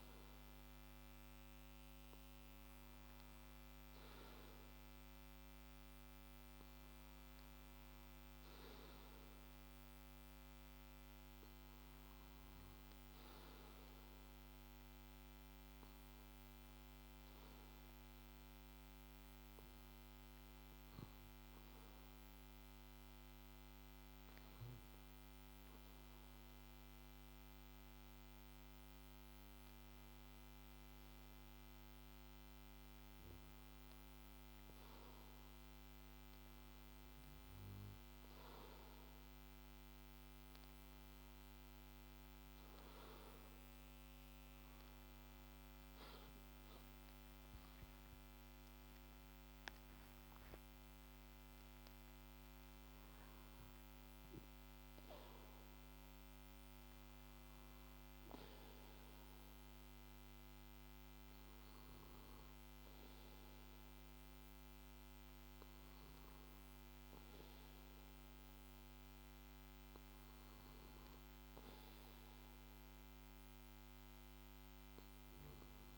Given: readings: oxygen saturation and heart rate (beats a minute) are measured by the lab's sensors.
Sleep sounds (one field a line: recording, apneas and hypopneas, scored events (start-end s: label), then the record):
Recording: breathing in sleep, hard to hear, by a microphone on the trachea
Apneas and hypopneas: none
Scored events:
47.00-50.50 s: arousal
72.00-75.98 s: arousal
From the record:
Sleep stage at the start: N2 (light sleep)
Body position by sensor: on the back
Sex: male